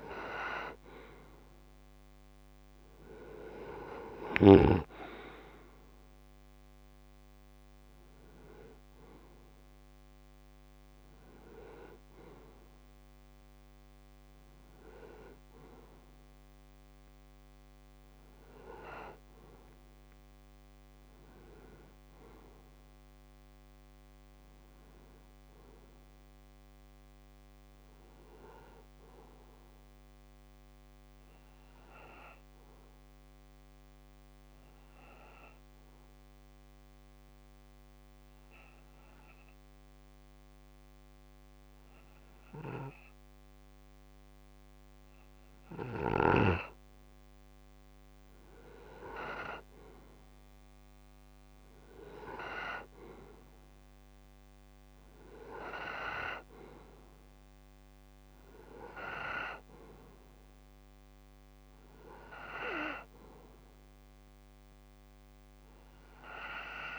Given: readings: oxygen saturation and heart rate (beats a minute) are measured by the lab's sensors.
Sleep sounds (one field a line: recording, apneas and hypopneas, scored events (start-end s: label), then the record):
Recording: breathing in sleep by a microphone on the trachea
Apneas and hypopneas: 1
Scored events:
0.00-16.50 s: oxygen desaturation (device-marked, oxygen 88% lowest)
31.50-46.50 s: obstructive apnea (oxygen 94% before, 90% lowest)
48.00-51.50 s: arousal
48.50-66.99 s: oxygen desaturation (device-marked, oxygen 97% before, 90% lowest)
From the record:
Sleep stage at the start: N2 (light sleep)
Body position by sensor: on the right side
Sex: male